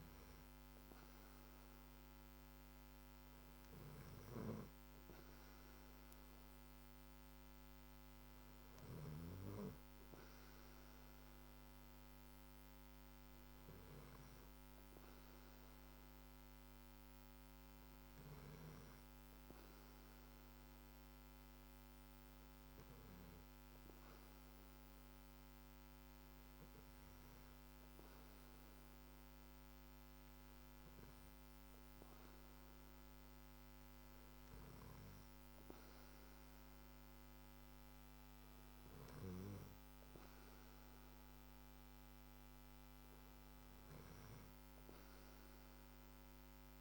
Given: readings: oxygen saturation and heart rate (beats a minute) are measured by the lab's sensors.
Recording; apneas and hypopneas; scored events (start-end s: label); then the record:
breathing in sleep, hard to hear, by a microphone on the trachea; none
none scored
From the record:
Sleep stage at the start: N2 (light sleep); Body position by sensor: on the back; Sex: male